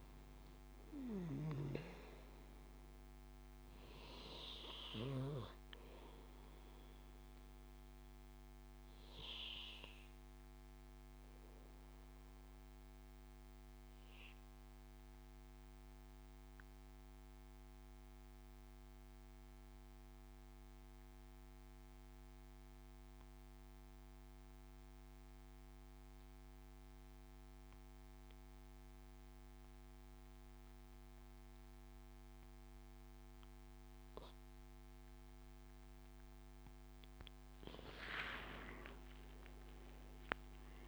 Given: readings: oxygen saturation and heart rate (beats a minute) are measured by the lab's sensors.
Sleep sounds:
breathing in sleep by a microphone on the trachea; 1
0.00-16.00 s: oxygen desaturation (device-marked, oxygen 93% lowest, heart rate 61 extreme)
6.50-35.00 s: obstructive apnea (oxygen 98% before, 91% lowest, heart rate 76 before, 60 extreme, up 13 after)
30.00-40.88 s: oxygen desaturation (device-marked, oxygen 99% before, 91% lowest, heart rate 69 before, 60 extreme)
37.50-40.88 s: arousal
From the record:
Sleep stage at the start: N2 (light sleep); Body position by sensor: on the back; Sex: male

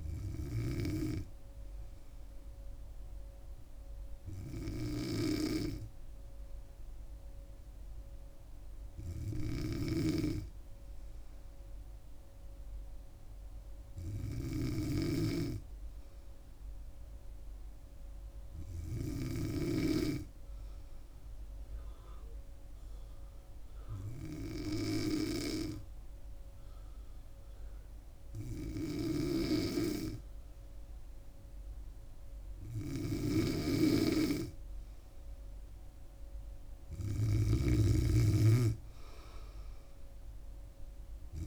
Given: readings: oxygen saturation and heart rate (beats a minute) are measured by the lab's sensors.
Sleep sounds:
breathing in sleep by a room microphone; 1
5.00-34.00 s: hypopnea (oxygen 98% before, 94% lowest, heart rate 68 before, 65 extreme, up 0 after)
33.50-41.47 s: snoring (device-marked)
35.50-39.00 s: arousal
From the record:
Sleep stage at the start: N2 (light sleep); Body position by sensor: on the back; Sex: female

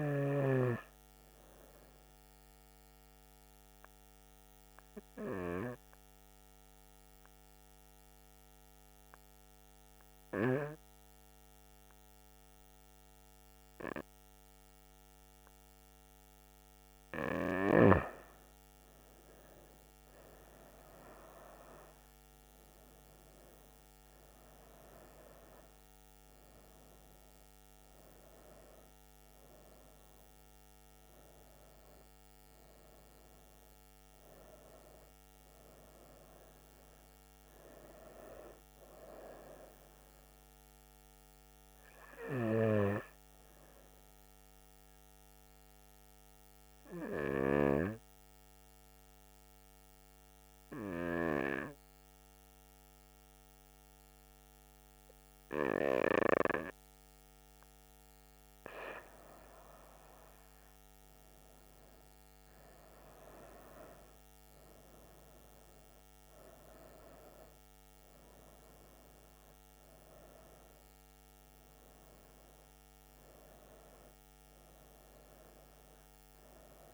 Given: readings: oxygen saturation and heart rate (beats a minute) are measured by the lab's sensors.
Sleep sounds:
breathing in sleep by a microphone on the trachea; 2
2.50-16.00 s: hypopnea (oxygen 98% before, 94% lowest, heart rate 75 before, 65 extreme, up 9 after)
20.00-24.00 s: arousal
21.00-40.00 s: oxygen desaturation (device-marked, oxygen 97% before, 94% lowest, heart rate 67 before, 67 extreme)
45.00-58.50 s: hypopnea (oxygen 97% before, 93% lowest, heart rate 75 before, 68 extreme, up 10 after)
60.00-63.50 s: arousal
61.00-76.94 s: oxygen desaturation (device-marked, oxygen 97% before, 94% lowest, heart rate 69 before, 68 extreme)
From the record:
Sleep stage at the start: N2 (light sleep); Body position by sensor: on the back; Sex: female

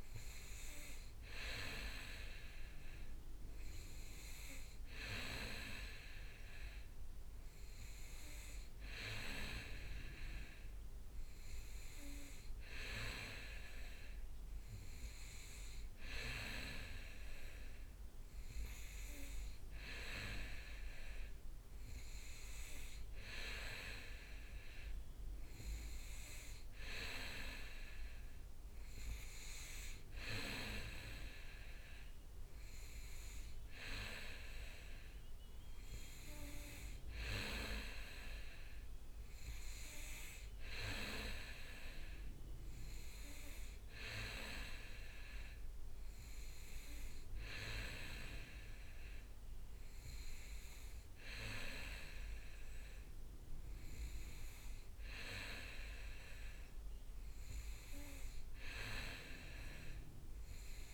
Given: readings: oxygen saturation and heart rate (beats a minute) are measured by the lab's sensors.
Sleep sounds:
breathing in sleep by a room microphone; none
9.00-15.50 s: leg movement (device-marked)
18.50-20.00 s: leg movement (device-marked)
23.50-28.50 s: leg movement (device-marked)
44.00-51.00 s: leg movement (device-marked)
52.50-53.50 s: leg movement (device-marked)
54.50-58.00 s: leg movement (device-marked)
From the record:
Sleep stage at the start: N2 (light sleep); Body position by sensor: on the back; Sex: male

